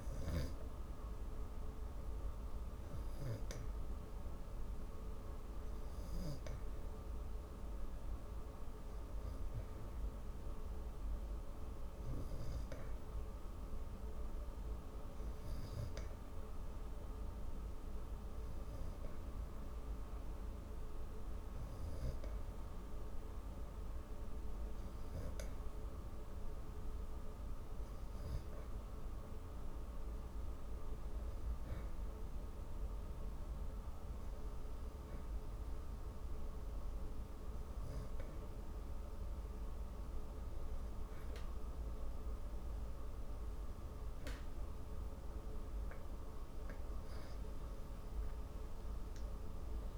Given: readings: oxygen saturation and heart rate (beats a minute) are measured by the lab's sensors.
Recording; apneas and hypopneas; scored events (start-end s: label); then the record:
breathing in sleep, hard to hear, by a room microphone; 1
0.00-1.00 s: arousal
14.50-29.00 s: hypopnea (oxygen 98% before, 94% lowest, heart rate 185 before, 27 extreme)
32.00-35.00 s: arousal
47.00-49.98 s: arousal
From the record:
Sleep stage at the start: N2 (light sleep); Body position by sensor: on the back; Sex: female